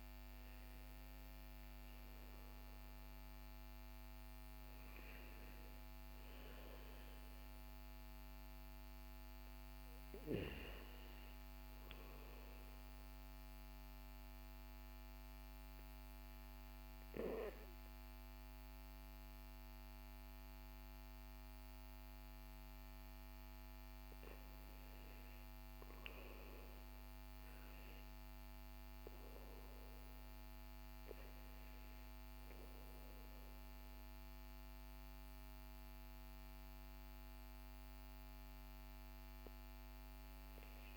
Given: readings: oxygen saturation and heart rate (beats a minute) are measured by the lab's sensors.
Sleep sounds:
breathing in sleep, hard to hear, by a microphone on the trachea; 1
12.00-24.00 s: mixed apnea (oxygen 97% before, 95% lowest, heart rate 66 before, 64 extreme, up 3 after)
28.00-33.00 s: arousal
From the record:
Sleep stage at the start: REM sleep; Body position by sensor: on the back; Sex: male

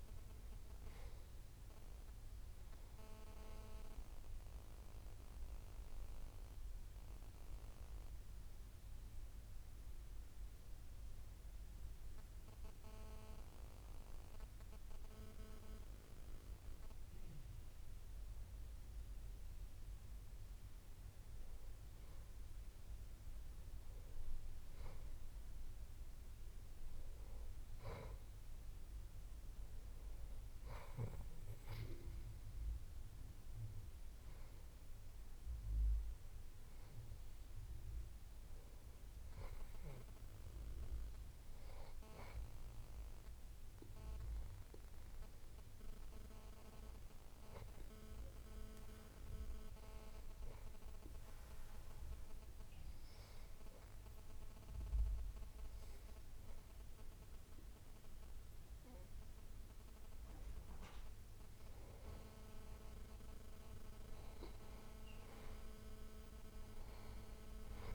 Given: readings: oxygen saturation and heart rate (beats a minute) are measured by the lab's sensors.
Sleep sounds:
breathing in sleep by a room microphone; 2
6.50-22.50 s: hypopnea (oxygen 97% before, 93% lowest)
26.00-30.50 s: arousal
49.00-61.00 s: obstructive apnea (oxygen 97% before, 92% lowest)
64.50-67.95 s: arousal
From the record:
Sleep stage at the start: N2 (light sleep); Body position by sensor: on the back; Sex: male

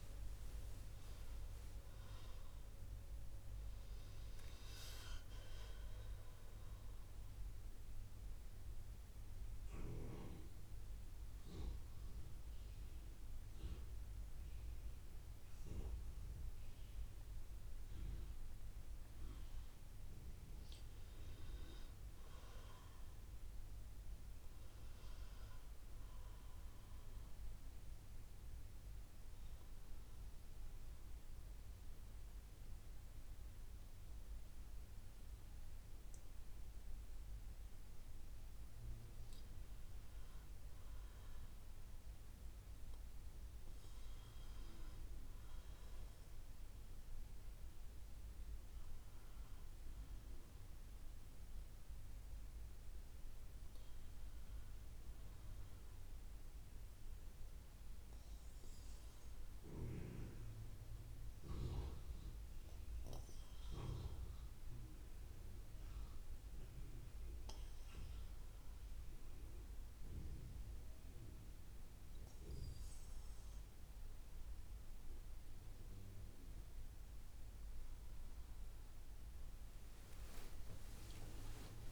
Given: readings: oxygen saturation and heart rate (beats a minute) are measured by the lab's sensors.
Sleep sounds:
breathing in sleep by a room microphone; 1
0.00-4.00 s: arousal
7.00-19.50 s: central apnea (oxygen 93% before, 88% lowest, heart rate 65 before, 59 extreme, up 3 after)
7.00-23.00 s: oxygen desaturation (device-marked, oxygen 92% before, 88% lowest, heart rate 65 before, 59 extreme)
21.50-26.00 s: arousal
25.00-37.00 s: oxygen desaturation (device-marked, oxygen 97% before, 88% lowest, heart rate 64 before, 59 extreme)
44.00-56.00 s: oxygen desaturation (device-marked, oxygen 96% before, 91% lowest, heart rate 62 before, 61 extreme)
65.00-81.00 s: oxygen desaturation (device-marked, oxygen 94% before, 90% lowest, heart rate 62 before, 61 extreme)
79.50-81.92 s: arousal
From the record:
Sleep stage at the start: N2 (light sleep); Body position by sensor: on the right side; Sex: female

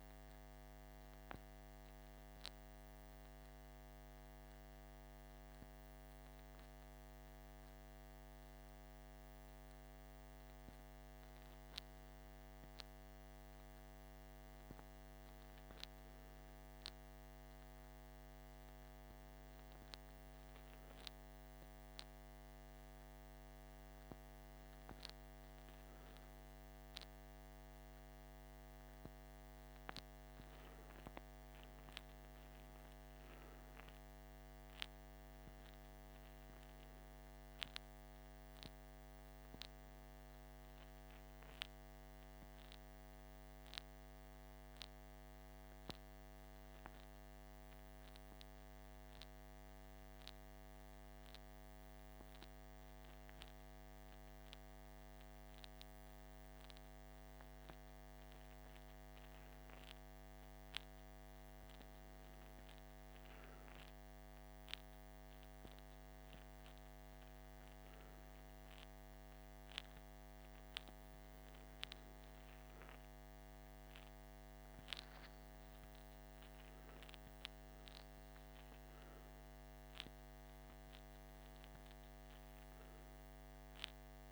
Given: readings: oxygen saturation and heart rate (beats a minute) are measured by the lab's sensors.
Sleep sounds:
breathing in sleep, hard to hear, by a microphone on the trachea; none
none scored
From the record:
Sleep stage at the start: N2 (light sleep); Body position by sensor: on the left side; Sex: male

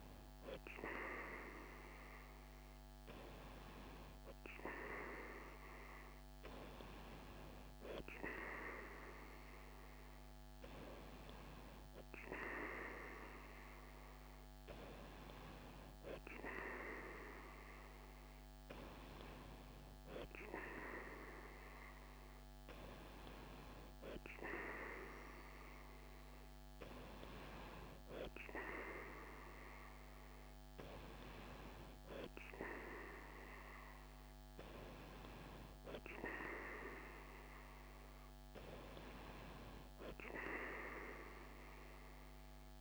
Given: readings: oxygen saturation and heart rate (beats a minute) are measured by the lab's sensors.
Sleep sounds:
breathing in sleep by a microphone on the trachea; none
none scored
From the record:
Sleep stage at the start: N3 (deep sleep); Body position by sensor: on the right side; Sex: female

